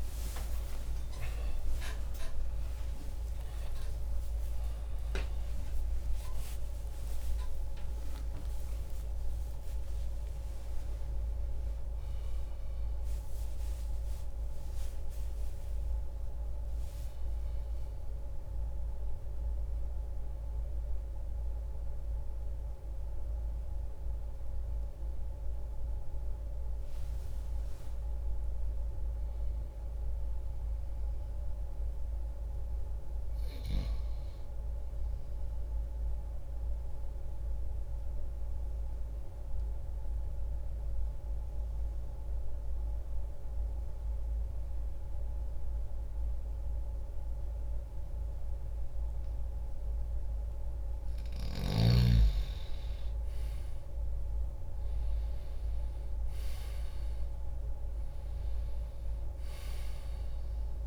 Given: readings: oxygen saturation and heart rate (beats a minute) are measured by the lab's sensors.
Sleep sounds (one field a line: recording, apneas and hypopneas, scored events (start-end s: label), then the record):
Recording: breathing in sleep, hard to hear, by a room microphone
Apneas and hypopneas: 1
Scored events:
5.50-35.50 s: new sleep stage, N1 (lightest sleep)
21.50-29.50 s: oxygen desaturation (device-marked, oxygen 94% before, 90% lowest, heart rate 107 before, 60 extreme)
35.50-49.00 s: obstructive apnea (oxygen 99% before, 84% lowest, heart rate 75 before, 60 extreme, up 0 after)
35.50-60.86 s: new sleep stage, N2 (light sleep)
43.50-60.86 s: oxygen desaturation (device-marked, oxygen 99% before, 84% lowest, heart rate 63 before, 60 extreme)
51.50-57.00 s: arousal
From the record:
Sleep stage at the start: N2 (light sleep)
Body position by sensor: on the left side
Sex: male